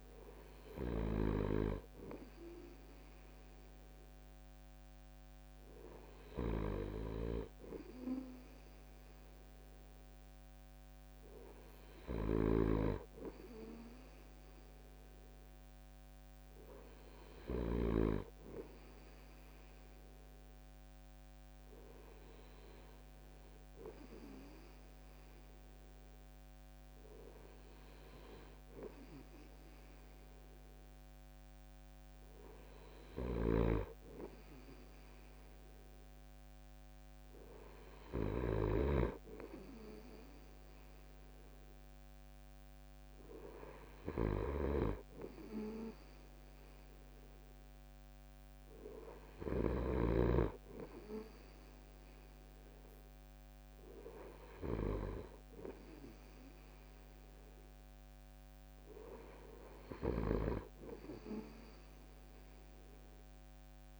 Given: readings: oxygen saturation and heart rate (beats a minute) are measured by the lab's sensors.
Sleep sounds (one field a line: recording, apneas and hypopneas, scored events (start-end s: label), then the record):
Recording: breathing in sleep by a microphone on the trachea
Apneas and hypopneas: none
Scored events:
11.50-17.50 s: snoring (device-marked)
32.50-49.50 s: snoring (device-marked)
59.50-64.00 s: snoring (device-marked)
From the record:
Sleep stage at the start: N2 (light sleep)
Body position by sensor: on the right side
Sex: male